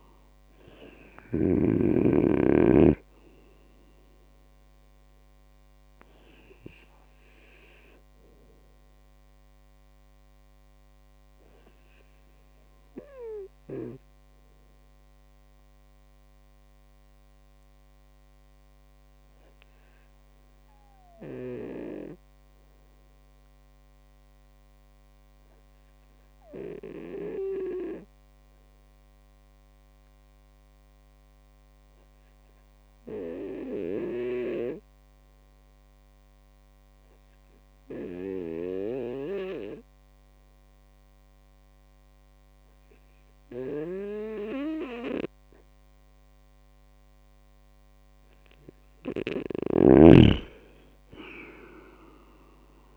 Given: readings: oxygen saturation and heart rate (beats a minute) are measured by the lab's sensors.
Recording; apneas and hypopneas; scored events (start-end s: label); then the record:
breathing in sleep by a microphone on the trachea; 1
0.00-1.00 s: snoring (device-marked)
7.00-47.50 s: obstructive apnea (oxygen 99% before, 98% lowest, heart rate 60 before, 56 extreme, up 12 after)
49.00-52.97 s: snoring (device-marked)
From the record:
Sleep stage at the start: N2 (light sleep); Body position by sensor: on the right side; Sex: male